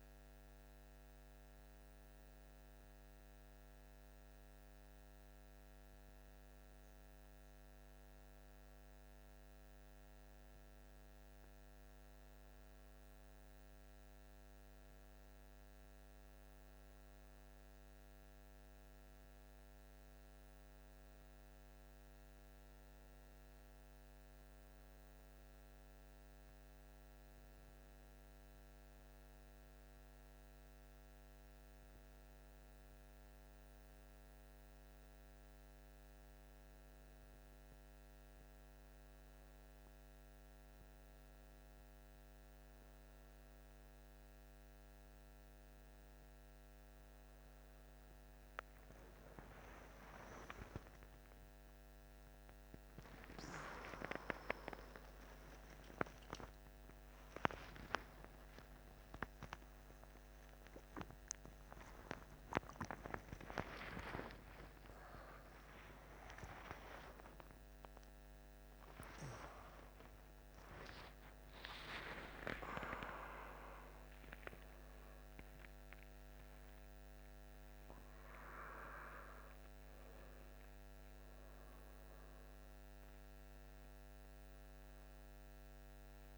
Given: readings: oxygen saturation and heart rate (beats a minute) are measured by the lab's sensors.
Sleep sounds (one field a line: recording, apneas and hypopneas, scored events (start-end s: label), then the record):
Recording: a person partly awake in a sleep study, by a microphone on the trachea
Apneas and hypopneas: none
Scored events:
50.00-86.38 s: new sleep stage, awake
From the record:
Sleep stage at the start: N1 (lightest sleep)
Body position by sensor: on the back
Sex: male